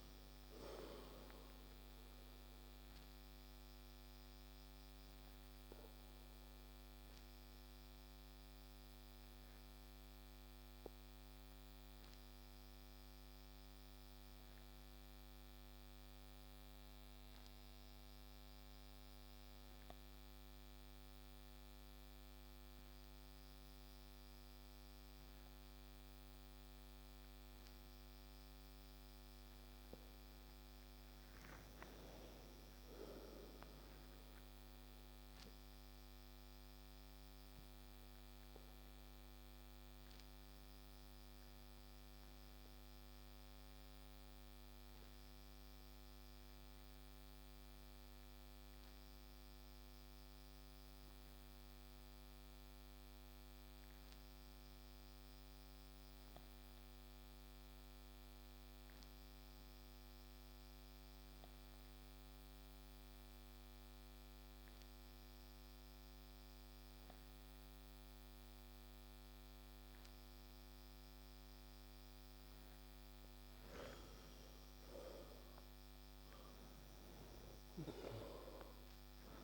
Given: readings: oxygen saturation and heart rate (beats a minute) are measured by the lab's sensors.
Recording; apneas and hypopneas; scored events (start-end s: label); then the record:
breathing in sleep, hard to hear, by a microphone on the trachea; 2
0.00-3.00 s: arousal
0.00-31.50 s: oxygen desaturation (device-marked, oxygen 89% lowest)
6.00-28.00 s: obstructive apnea (oxygen 96% before, 88% lowest)
30.00-34.00 s: arousal
38.50-71.50 s: obstructive apnea (oxygen 94% before, 85% lowest)
52.50-64.50 s: oxygen desaturation (device-marked, oxygen 94% before, 90% lowest)
72.50-79.44 s: oxygen desaturation (device-marked, oxygen 94% before, 85% lowest)
74.00-78.50 s: arousal
From the record:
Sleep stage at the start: N2 (light sleep); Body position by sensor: on the back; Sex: male